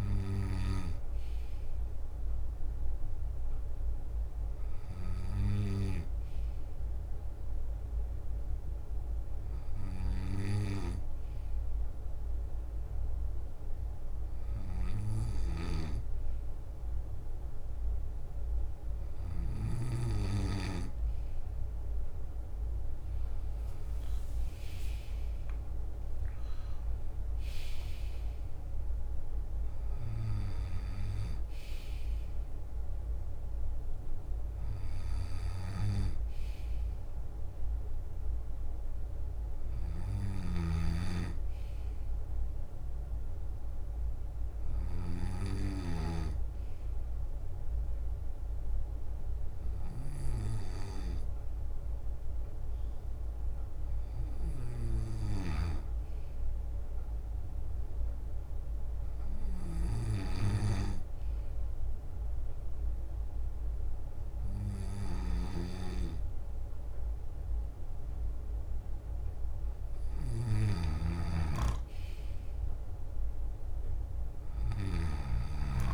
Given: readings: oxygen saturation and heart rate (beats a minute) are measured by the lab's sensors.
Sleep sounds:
breathing in sleep by a room microphone; 1
0.00-2.00 s: leg movement (device-marked)
0.00-21.00 s: bradycardia (device-marked, heart rate 45 extreme)
8.00-12.00 s: leg movement (device-marked)
10.00-27.00 s: drop in pulse transit time (device-marked, heart rate 62 before, 45 extreme)
13.00-22.50 s: leg movement (device-marked)
14.50-16.50 s: long interval between heartbeats (device-marked, heart rate 60 before, 55 extreme)
21.50-26.00 s: arousal
23.00-26.50 s: leg movement (device-marked)
24.00-26.00 s: long interval between heartbeats (device-marked, heart rate 52 before, 65 extreme)
31.00-74.00 s: bradycardia (device-marked, heart rate 59 before, 54 extreme)
40.00-46.00 s: snoring (device-marked)
49.00-51.50 s: leg movement (device-marked)
51.50-55.00 s: arousal
54.50-62.50 s: leg movement (device-marked)
60.00-71.50 s: hypopnea (oxygen 98% before, 95% lowest, heart rate 55 before, 54 extreme, up 8 after)
64.50-72.00 s: leg movement (device-marked)
65.00-75.00 s: snoring (device-marked)
74.00-75.94 s: leg movement (device-marked)
From the record:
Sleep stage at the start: N2 (light sleep); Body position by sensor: on the left side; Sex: male

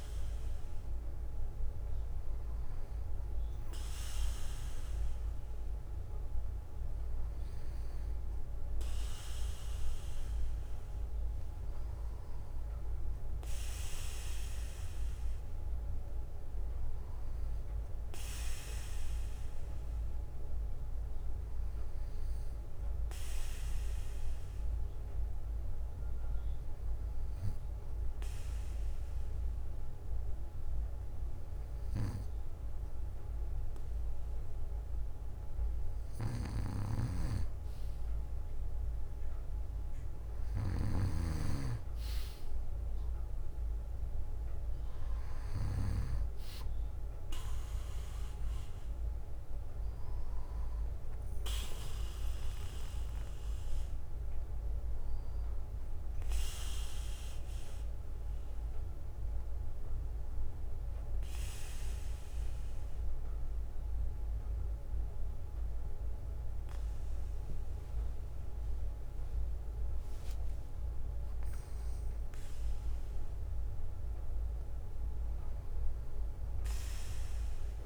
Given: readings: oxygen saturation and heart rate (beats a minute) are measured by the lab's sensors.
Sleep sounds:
breathing in sleep by a room microphone; 2
0.00-23.50 s: bradycardia (device-marked, heart rate 49 extreme)
12.50-16.50 s: arousal
20.50-36.00 s: hypopnea (oxygen 98% before, 95% lowest, heart rate 56 before, 55 extreme, up 7 after)
25.50-31.50 s: bradycardia (device-marked, heart rate 59 before, 58 extreme)
39.00-43.00 s: arousal
45.50-47.50 s: bradycardia (device-marked, heart rate 59 before, 60 extreme)
49.50-51.50 s: bradycardia (device-marked, heart rate 59 before, 59 extreme)
53.50-77.86 s: bradycardia (device-marked, heart rate 59 before, 55 extreme)
56.50-69.00 s: obstructive apnea (oxygen 96% before, 94% lowest, heart rate 61 before, 55 extreme, up 3 after)
70.00-74.00 s: arousal
From the record:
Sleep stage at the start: N2 (light sleep); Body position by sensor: on the back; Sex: male

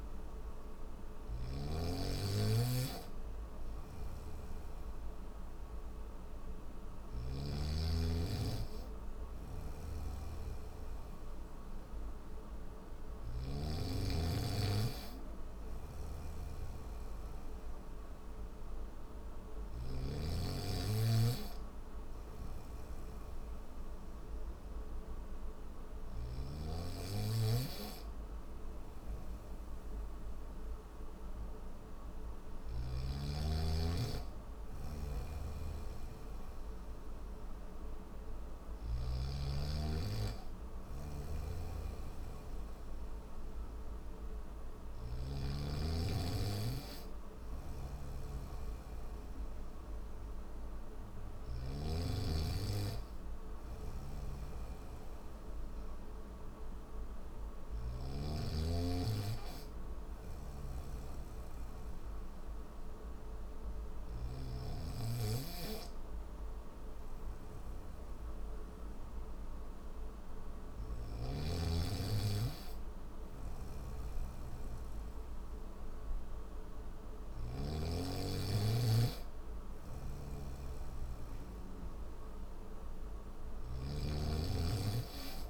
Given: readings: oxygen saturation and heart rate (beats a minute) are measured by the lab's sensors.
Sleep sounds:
breathing in sleep by a room microphone; none
0.00-7.00 s: snoring (device-marked)
9.00-13.00 s: snoring (device-marked)
34.50-38.50 s: snoring (device-marked)
40.50-45.00 s: snoring (device-marked)
47.00-51.50 s: snoring (device-marked)
53.50-57.50 s: snoring (device-marked)
70.50-83.50 s: snoring (device-marked)
71.50-85.50 s: new sleep stage, N3 (deep sleep)
From the record:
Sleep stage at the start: N1 (lightest sleep); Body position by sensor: on the back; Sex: male

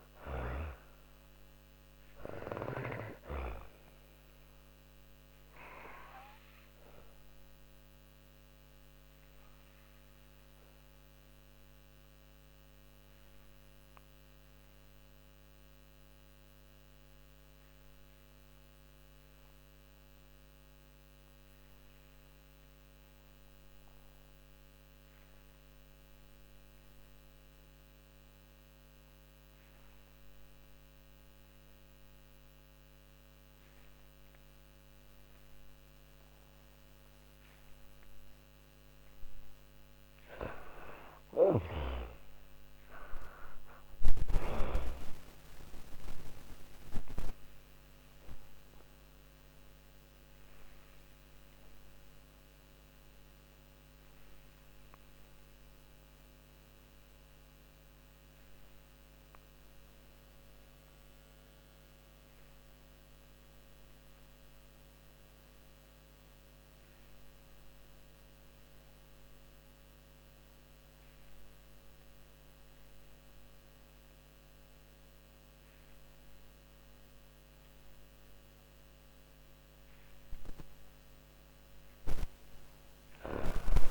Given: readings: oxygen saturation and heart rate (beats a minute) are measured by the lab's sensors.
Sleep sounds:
breathing in sleep by a microphone on the trachea; 2
0.00-13.00 s: oxygen desaturation (device-marked, oxygen 84% lowest, heart rate 43 extreme)
3.50-36.00 s: obstructive apnea (oxygen 99% before, 83% lowest, heart rate 83 before, 43 extreme)
33.00-67.00 s: oxygen desaturation (device-marked, oxygen 98% before, 83% lowest, heart rate 49 before, 39 extreme)
39.00-42.50 s: arousal
39.50-43.00 s: snoring (device-marked)
45.50-78.50 s: obstructive apnea (oxygen 99% before, 81% lowest, heart rate 71 before, 39 extreme, up 19 after)
74.00-83.91 s: oxygen desaturation (device-marked, oxygen 97% before, 81% lowest, heart rate 54 before, 48 extreme)
82.00-83.91 s: arousal
82.50-83.91 s: snoring (device-marked)
From the record:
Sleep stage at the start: N2 (light sleep); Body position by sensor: on the back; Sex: female

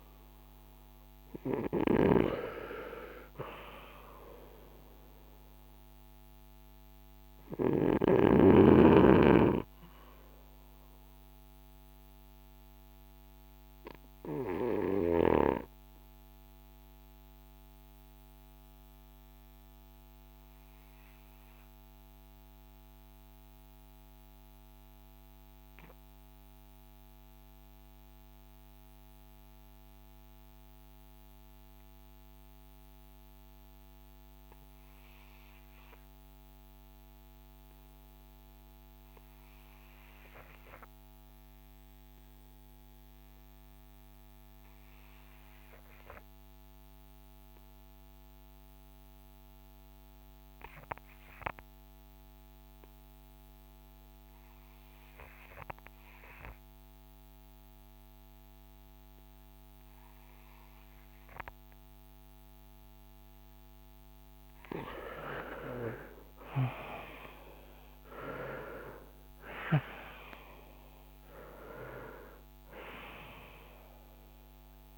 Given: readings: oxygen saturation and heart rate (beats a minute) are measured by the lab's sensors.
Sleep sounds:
breathing in sleep by a microphone on the trachea; 1
0.00-34.00 s: oxygen desaturation (device-marked, oxygen 78% lowest, heart rate 45 extreme)
11.00-63.50 s: obstructive apnea (oxygen 94% before, 72% lowest, heart rate 59 before, 46 extreme, up 25 after)
43.00-74.98 s: oxygen desaturation (device-marked, oxygen 96% before, 72% lowest, heart rate 52 before, 46 extreme)
65.00-70.00 s: arousal
From the record:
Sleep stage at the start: REM sleep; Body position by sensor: on the front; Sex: male

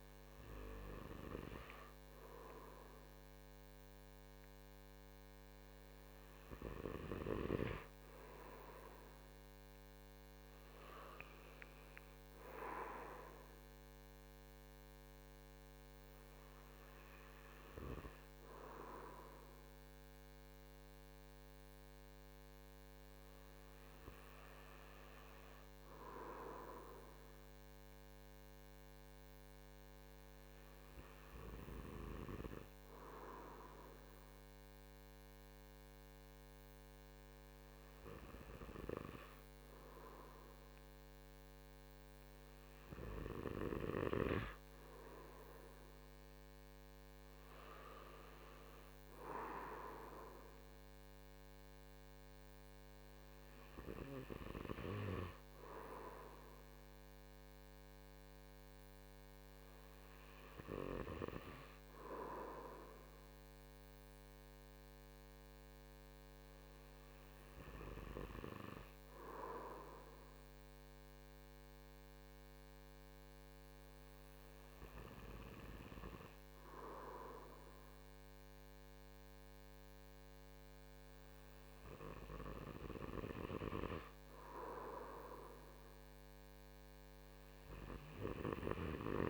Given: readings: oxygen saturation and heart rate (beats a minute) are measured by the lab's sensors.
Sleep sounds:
breathing in sleep by a microphone on the trachea; none
none scored
From the record:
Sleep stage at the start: N2 (light sleep); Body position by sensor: on the right side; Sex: male

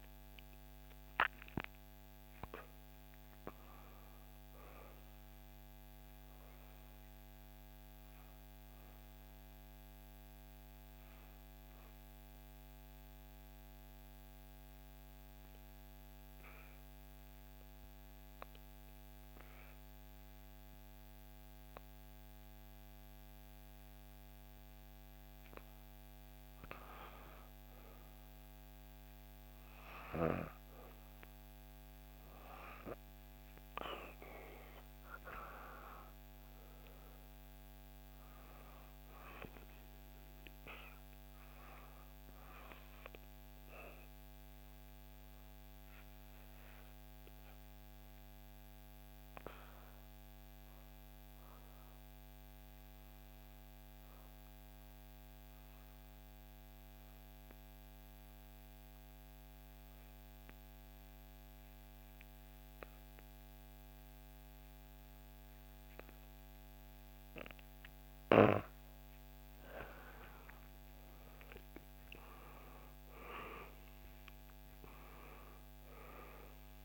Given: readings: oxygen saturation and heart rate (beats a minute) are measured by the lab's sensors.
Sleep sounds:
breathing in sleep by a microphone on the trachea; 2
0.00-9.00 s: oxygen desaturation (device-marked, oxygen 91% lowest, heart rate 59 extreme)
12.00-25.50 s: obstructive apnea (oxygen 96% before, 86% lowest, heart rate 64 before, 59 extreme, up 4 after)
27.00-31.00 s: arousal
27.00-53.00 s: oxygen desaturation (device-marked, oxygen 96% before, 91% lowest, heart rate 60 before, 59 extreme)
43.50-69.00 s: obstructive apnea (oxygen 96% before, 86% lowest, heart rate 62 before, 59 extreme, up 6 after)
64.00-76.85 s: oxygen desaturation (device-marked, oxygen 96% before, 86% lowest, heart rate 60 before, 61 extreme)
From the record:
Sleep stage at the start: N2 (light sleep); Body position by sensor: on the back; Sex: female

